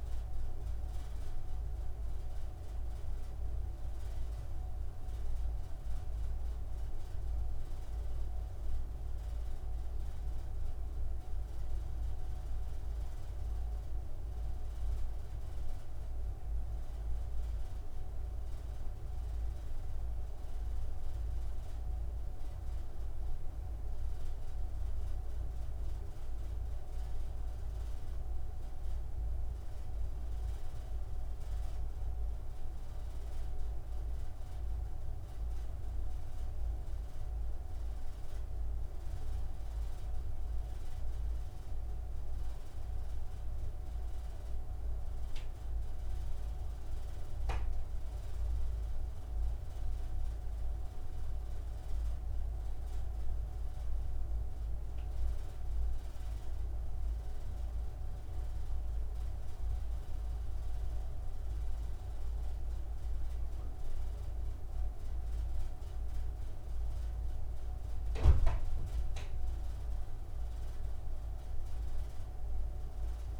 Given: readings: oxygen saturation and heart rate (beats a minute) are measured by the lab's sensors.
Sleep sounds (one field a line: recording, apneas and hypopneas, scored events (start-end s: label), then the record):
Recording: breathing in sleep, hard to hear, by a room microphone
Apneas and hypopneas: none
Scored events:
none scored
From the record:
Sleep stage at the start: N3 (deep sleep)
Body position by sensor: on the front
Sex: male